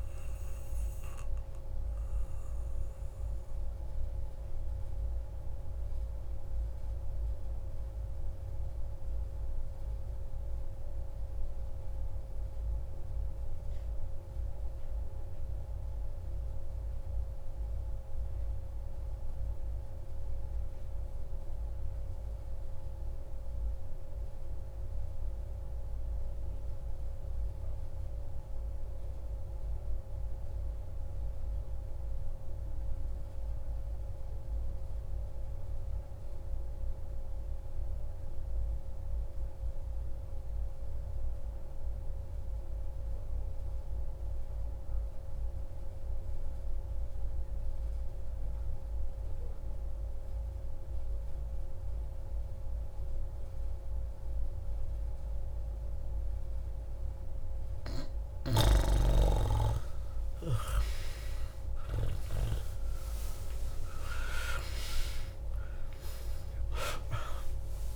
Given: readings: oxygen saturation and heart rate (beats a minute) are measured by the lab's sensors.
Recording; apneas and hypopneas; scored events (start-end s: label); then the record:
breathing in sleep by a room microphone; 1
0.00-5.00 s: oxygen desaturation (device-marked, oxygen 89% lowest, heart rate 38 extreme)
2.50-58.00 s: mixed apnea (oxygen 95% before, 87% lowest)
33.00-67.96 s: oxygen desaturation (device-marked, oxygen 98% before, 87% lowest)
59.50-64.50 s: arousal
From the record:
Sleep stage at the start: N2 (light sleep); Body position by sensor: on the back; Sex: male